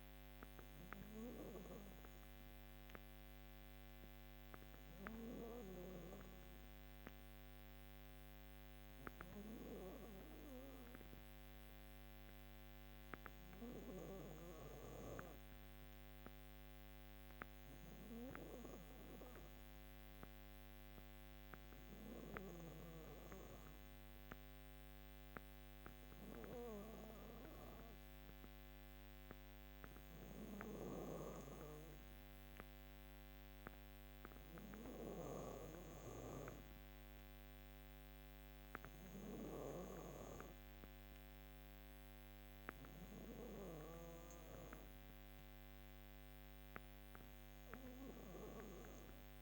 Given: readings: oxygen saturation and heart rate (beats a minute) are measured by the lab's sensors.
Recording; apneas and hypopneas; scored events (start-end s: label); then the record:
breathing in sleep by a microphone on the trachea; none
30.00-39.50 s: snoring (device-marked)
From the record:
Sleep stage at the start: N2 (light sleep); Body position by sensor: on the back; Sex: female